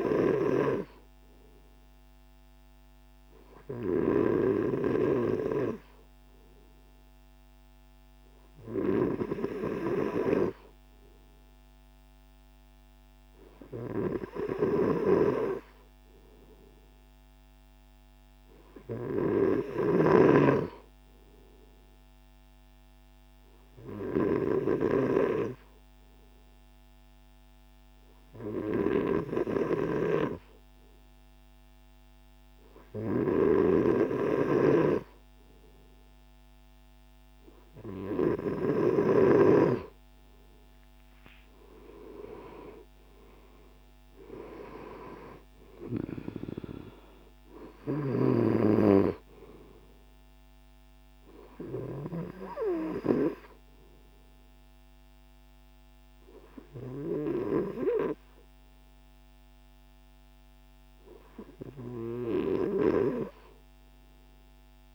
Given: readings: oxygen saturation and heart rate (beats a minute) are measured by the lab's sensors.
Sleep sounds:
breathing in sleep by a microphone on the trachea; 1
21.00-35.50 s: hypopnea (oxygen 95% before, 94% lowest)
40.50-44.50 s: arousal
From the record:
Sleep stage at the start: N3 (deep sleep); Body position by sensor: on the right side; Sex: male

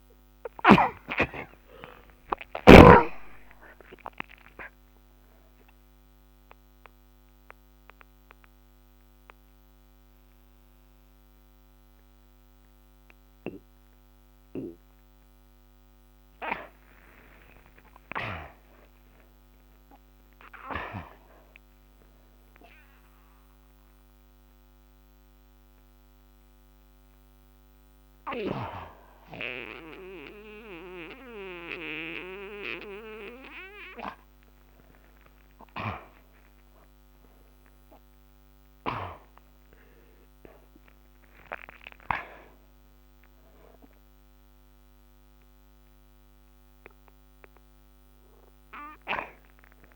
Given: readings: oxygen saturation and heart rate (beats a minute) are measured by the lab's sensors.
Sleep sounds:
breathing in sleep by a microphone on the trachea; 2
0.00-9.50 s: oxygen desaturation (device-marked, oxygen 83% lowest)
6.00-17.50 s: obstructive apnea (oxygen 96% before, 83% lowest)
18.00-21.00 s: arousal
23.50-35.50 s: hypopnea (oxygen 96% before, 84% lowest)
24.50-40.50 s: oxygen desaturation (device-marked, oxygen 96% before, 86% lowest)
36.50-40.00 s: arousal
47.50-49.96 s: oxygen desaturation (device-marked, oxygen 94% before, 86% lowest, heart rate 51 before, 47 extreme)
From the record:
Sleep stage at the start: N2 (light sleep); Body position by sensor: on the back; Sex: male

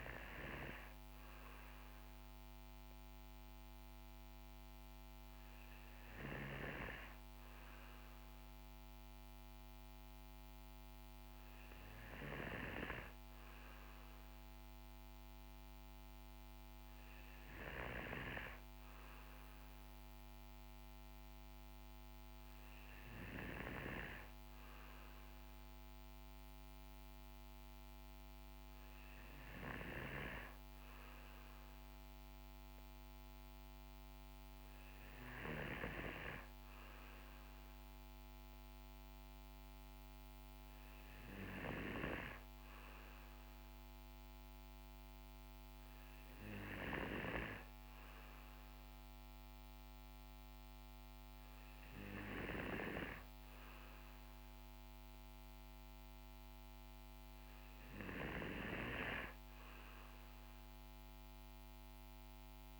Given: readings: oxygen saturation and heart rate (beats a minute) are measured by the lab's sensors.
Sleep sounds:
breathing in sleep by a microphone on the trachea; none
none scored
From the record:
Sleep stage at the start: N2 (light sleep); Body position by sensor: on the back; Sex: male

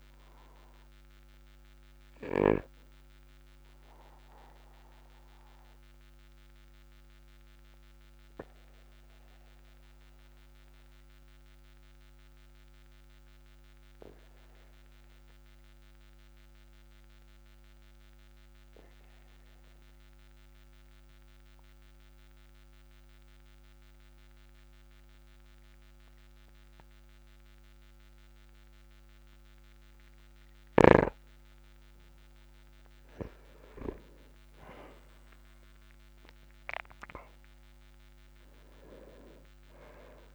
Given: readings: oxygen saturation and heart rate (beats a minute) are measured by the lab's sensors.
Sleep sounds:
breathing in sleep by a microphone on the trachea; 1
0.00-16.50 s: oxygen desaturation (device-marked, oxygen 94% lowest, heart rate 37 extreme)
5.00-33.00 s: obstructive apnea (oxygen 99% before, 94% lowest, heart rate 51 before, 38 extreme, up 7 after)
35.50-40.00 s: arousal
From the record:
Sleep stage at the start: N2 (light sleep); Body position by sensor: on the back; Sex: male

